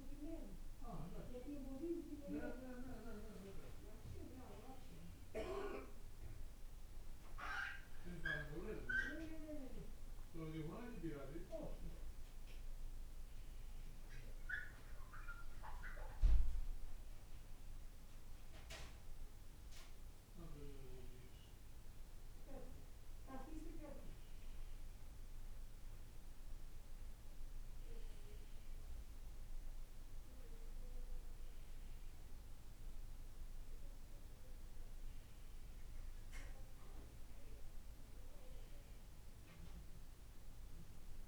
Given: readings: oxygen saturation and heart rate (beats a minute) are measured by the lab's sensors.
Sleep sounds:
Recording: a person awake in a sleep study, by a room microphone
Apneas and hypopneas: none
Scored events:
none scored
From the record:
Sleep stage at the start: awake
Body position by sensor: on the right side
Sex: male

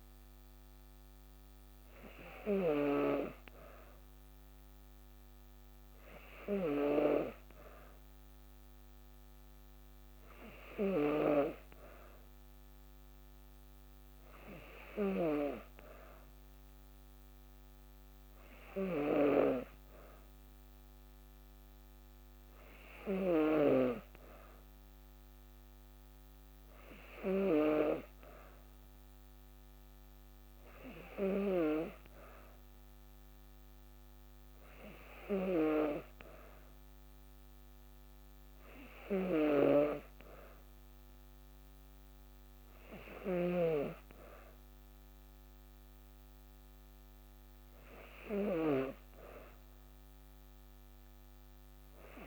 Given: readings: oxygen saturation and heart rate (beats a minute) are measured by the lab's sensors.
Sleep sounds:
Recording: breathing in sleep by a microphone on the trachea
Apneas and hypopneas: none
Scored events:
none scored
From the record:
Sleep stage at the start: N2 (light sleep)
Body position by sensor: on the back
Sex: female

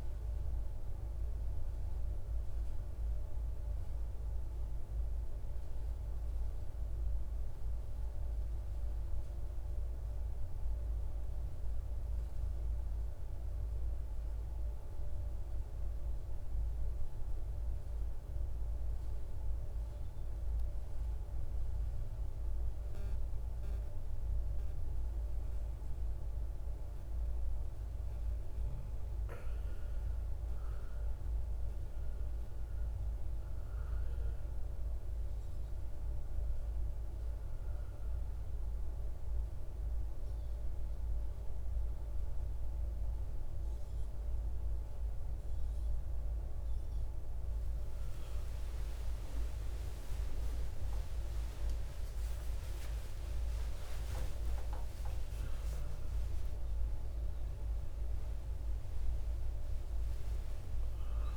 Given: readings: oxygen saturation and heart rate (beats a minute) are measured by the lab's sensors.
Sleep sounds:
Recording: breathing in sleep, hard to hear, by a room microphone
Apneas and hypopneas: 1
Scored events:
0.00-11.50 s: oxygen desaturation (device-marked, oxygen 90% lowest, heart rate 52 extreme)
3.50-24.50 s: hypopnea (oxygen 98% before, 90% lowest, heart rate 68 before, 52 extreme, up 17 after)
26.00-29.00 s: arousal
30.50-61.37 s: new sleep stage, N1 (lightest sleep)
31.50-53.50 s: oxygen desaturation (device-marked, oxygen 98% before, 92% lowest, heart rate 55 before, 55 extreme)
From the record:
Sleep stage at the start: N2 (light sleep)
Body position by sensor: on the right side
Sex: male

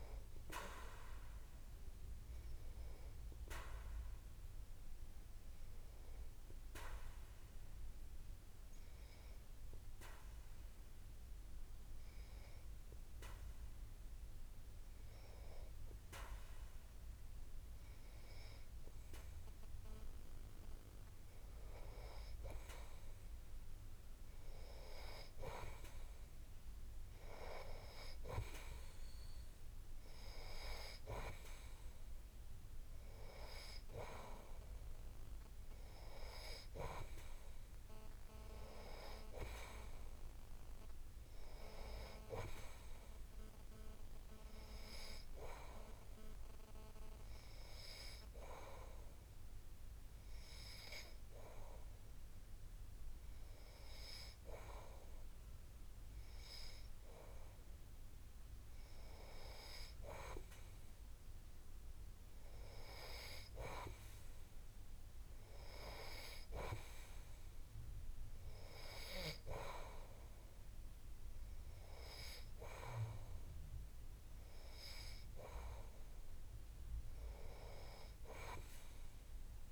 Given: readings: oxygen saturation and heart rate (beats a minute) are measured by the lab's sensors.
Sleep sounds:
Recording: breathing in sleep by a room microphone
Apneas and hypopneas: 1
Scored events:
4.00-19.00 s: hypopnea (oxygen 97% before, 92% lowest)
21.50-25.00 s: arousal
From the record:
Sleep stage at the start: N2 (light sleep)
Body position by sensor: on the back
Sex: male

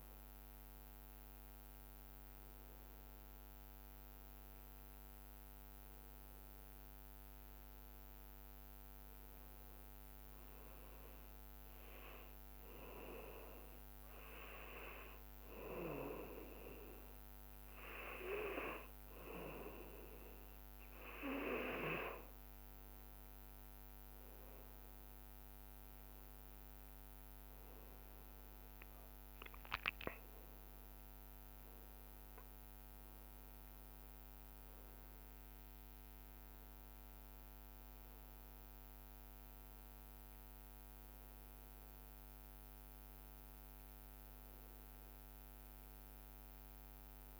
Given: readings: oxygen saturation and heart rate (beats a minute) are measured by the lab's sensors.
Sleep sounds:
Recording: a person awake in a sleep study, by a microphone on the trachea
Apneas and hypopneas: none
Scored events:
4.50-6.50 s: long interval between heartbeats (device-marked, heart rate 53 before, 69 extreme)
8.00-10.00 s: long interval between heartbeats (device-marked, heart rate 60 before, 48 extreme)
12.50-14.50 s: long interval between heartbeats (device-marked, heart rate 60 before, 53 extreme)
15.00-17.00 s: long interval between heartbeats (device-marked, heart rate 58 before, 68 extreme)
19.50-21.50 s: long interval between heartbeats (device-marked, heart rate 58 before, 57 extreme)
23.00-25.00 s: long interval between heartbeats (device-marked, heart rate 57 before, 50 extreme)
34.00-36.00 s: long interval between heartbeats (device-marked, heart rate 55 before, 72 extreme)
From the record:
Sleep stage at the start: awake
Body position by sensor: on the back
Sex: male

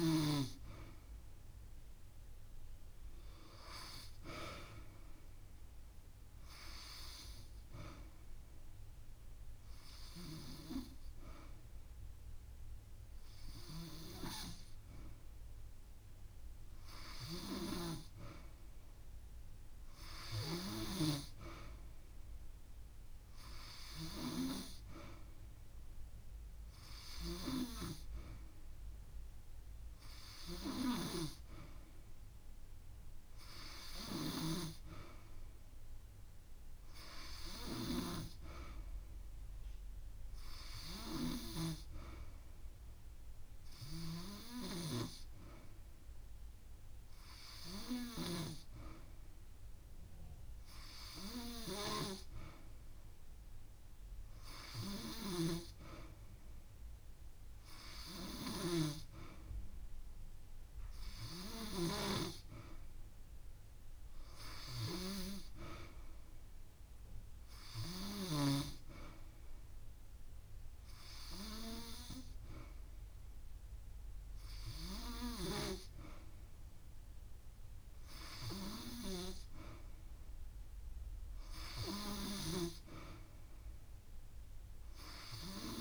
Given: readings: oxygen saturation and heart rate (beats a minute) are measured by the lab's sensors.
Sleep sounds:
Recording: breathing in sleep by a room microphone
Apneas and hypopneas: none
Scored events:
6.00-8.00 s: long interval between heartbeats (device-marked)
10.50-19.50 s: drop in pulse transit time (device-marked)
11.50-13.50 s: long interval between heartbeats (device-marked)
22.50-24.50 s: long interval between heartbeats (device-marked)
33.00-35.00 s: long interval between heartbeats (device-marked)
56.50-58.50 s: long interval between heartbeats (device-marked)
59.50-61.50 s: long interval between heartbeats (device-marked)
75.00-77.00 s: long interval between heartbeats (device-marked)
From the record:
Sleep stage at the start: N2 (light sleep)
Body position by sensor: on the back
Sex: female

